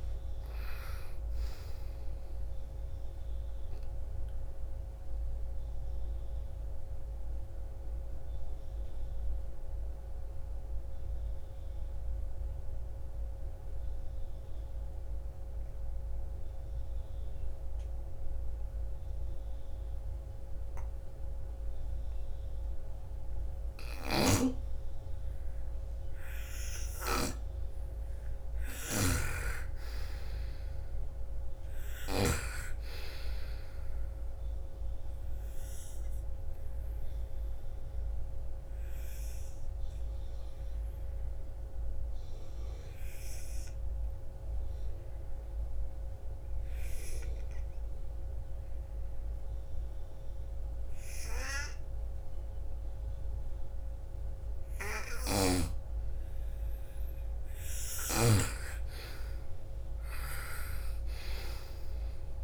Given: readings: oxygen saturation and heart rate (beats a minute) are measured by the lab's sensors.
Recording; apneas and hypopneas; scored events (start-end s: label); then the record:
breathing in sleep by a room microphone; 2
0.00-14.00 s: oxygen desaturation (device-marked, oxygen 82% lowest, heart rate 47 extreme)
2.50-24.50 s: obstructive apnea (oxygen 99% before, 82% lowest, heart rate 59 before, 44 extreme, up 1 after)
23.00-31.50 s: snoring (device-marked)
25.00-29.00 s: arousal
27.00-46.00 s: oxygen desaturation (device-marked, oxygen 99% before, 88% lowest, heart rate 59 before, 44 extreme)
34.00-53.50 s: obstructive apnea (oxygen 99% before, 82% lowest, heart rate 57 before, 44 extreme, up 19 after)
54.50-57.50 s: arousal
57.00-62.44 s: snoring (device-marked)
58.00-62.44 s: oxygen desaturation (device-marked, oxygen 97% before, 87% lowest, heart rate 52 before, 54 extreme)
From the record:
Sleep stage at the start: N2 (light sleep); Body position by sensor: on the right side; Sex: female